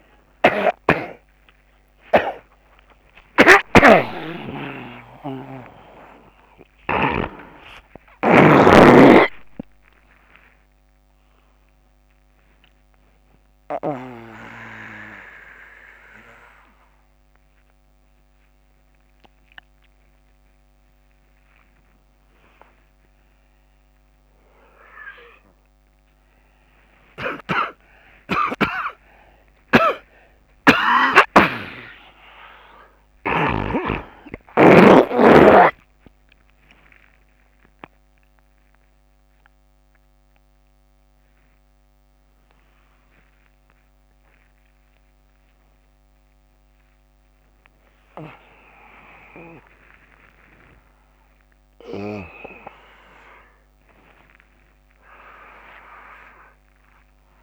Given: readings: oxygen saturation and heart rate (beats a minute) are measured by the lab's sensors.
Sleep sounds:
a person awake in a sleep study, by a microphone on the trachea; none
40.00-54.00 s: oxygen desaturation (device-marked, oxygen 99% before, 94% lowest, heart rate 88 before, 86 extreme)
From the record:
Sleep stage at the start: awake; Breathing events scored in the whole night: 243 in 4.0 hours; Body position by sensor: upright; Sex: male

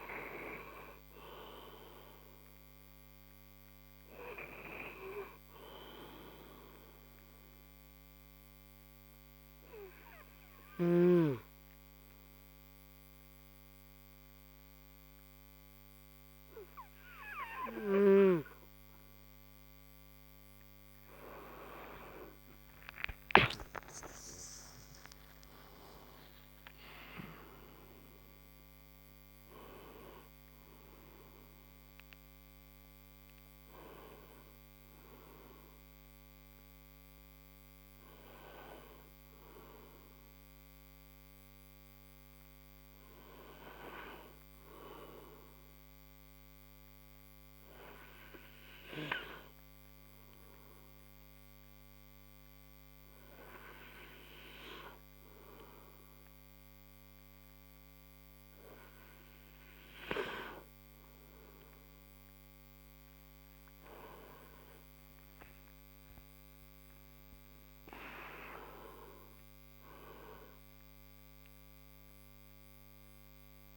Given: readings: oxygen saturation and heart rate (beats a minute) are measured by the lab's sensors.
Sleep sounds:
breathing in sleep by a microphone on the trachea; 2
0.00-8.00 s: oxygen desaturation (device-marked, oxygen 89% lowest)
8.00-21.50 s: obstructive apnea (oxygen 98% before, 89% lowest)
22.50-26.50 s: arousal
23.00-28.00 s: tachycardia (device-marked)
28.00-37.00 s: oxygen desaturation (device-marked, oxygen 98% before, 90% lowest, heart rate 36 before, 57 extreme)
49.50-60.50 s: hypopnea (oxygen 98% before, 91% lowest, heart rate 82 before, 57 extreme, up 21 after)
64.50-68.50 s: arousal
From the record:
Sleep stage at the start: N2 (light sleep); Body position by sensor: on the front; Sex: male

